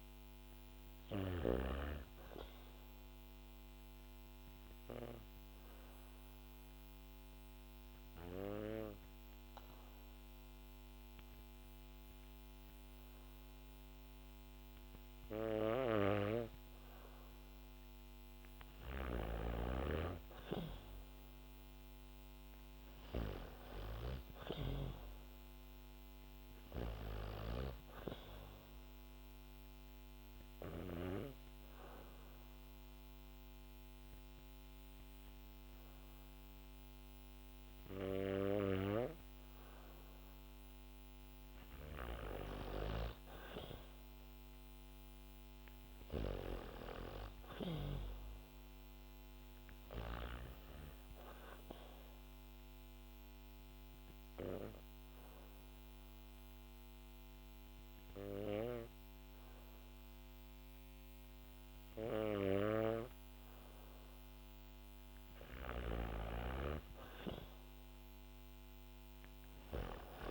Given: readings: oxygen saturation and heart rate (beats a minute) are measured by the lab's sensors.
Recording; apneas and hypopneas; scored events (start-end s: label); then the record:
breathing in sleep by a microphone on the trachea; 3
3.00-16.50 s: hypopnea (oxygen 97% before, 93% lowest, heart rate 63 before, 61 extreme, up 5 after)
24.00-27.00 s: arousal
30.50-40.50 s: hypopnea (oxygen 97% before, 93% lowest, heart rate 66 before, 59 extreme)
41.50-45.50 s: arousal
45.50-58.50 s: oxygen desaturation (device-marked, oxygen 97% before, 94% lowest, heart rate 65 before, 59 extreme)
53.00-65.00 s: hypopnea (oxygen 97% before, 93% lowest, heart rate 63 before, 60 extreme, up 6 after)
67.50-70.31 s: arousal
From the record:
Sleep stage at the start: N2 (light sleep); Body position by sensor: on the back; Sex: female